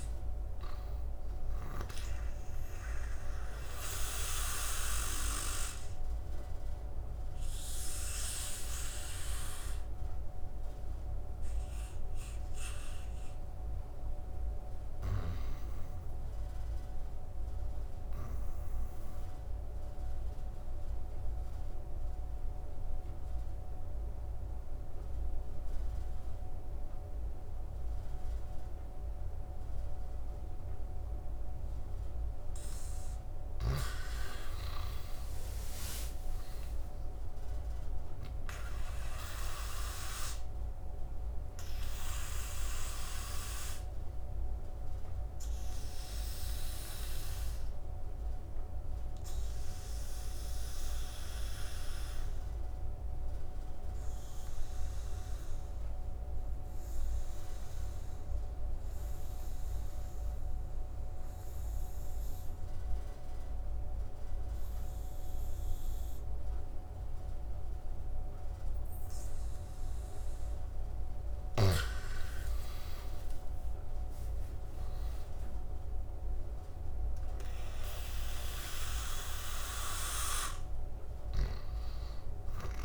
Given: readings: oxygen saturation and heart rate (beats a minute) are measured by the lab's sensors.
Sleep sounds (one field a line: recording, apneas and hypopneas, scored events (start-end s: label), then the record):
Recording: breathing in sleep by a room microphone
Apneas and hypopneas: 2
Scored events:
0.00-1.50 s: snoring (device-marked)
0.00-21.00 s: oxygen desaturation (device-marked, oxygen 99% before, 79% lowest, heart rate 77 before, 70 extreme)
10.00-31.50 s: obstructive apnea (oxygen 99% before, 79% lowest, heart rate 84 before, 70 extreme, up 9 after)
31.00-61.00 s: oxygen desaturation (device-marked, oxygen 99% before, 79% lowest, heart rate 79 before, 72 extreme)
33.00-36.50 s: arousal
39.50-69.50 s: obstructive apnea (oxygen 99% before, 79% lowest, heart rate 76 before, 72 extreme, up 12 after)
72.00-75.50 s: arousal
80.00-82.84 s: oxygen desaturation (device-marked, oxygen 98% before, 81% lowest, heart rate 77 before, 75 extreme)
From the record:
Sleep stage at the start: N2 (light sleep)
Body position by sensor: on the back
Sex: male